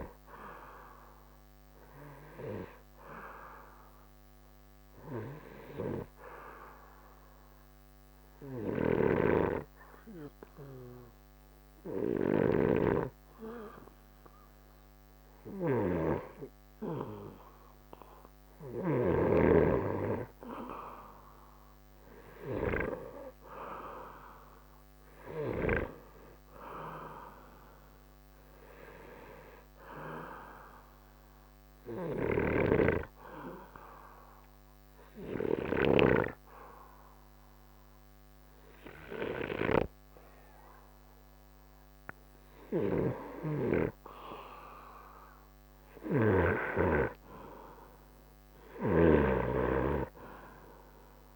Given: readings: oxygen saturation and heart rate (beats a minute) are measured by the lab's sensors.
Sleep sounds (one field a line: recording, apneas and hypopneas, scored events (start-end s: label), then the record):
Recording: breathing in sleep by a microphone on the trachea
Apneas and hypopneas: 2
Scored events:
0.00-10.50 s: oxygen desaturation (device-marked, oxygen 90% lowest, heart rate 66 extreme)
4.00-15.00 s: obstructive apnea (oxygen 94% before, 90% lowest, heart rate 67 before, 67 extreme, up 10 after)
9.00-19.50 s: snoring (device-marked)
16.50-19.50 s: arousal
21.50-45.50 s: oxygen desaturation (device-marked, oxygen 94% before, 90% lowest, heart rate 70 before, 55 extreme)
32.50-36.50 s: snoring (device-marked)
34.00-44.50 s: obstructive apnea (oxygen 94% before, 87% lowest, heart rate 72 before, 66 extreme, up 11 after)
43.00-51.36 s: snoring (device-marked)
46.00-50.50 s: arousal
From the record:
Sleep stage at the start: N2 (light sleep)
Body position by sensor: on the back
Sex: male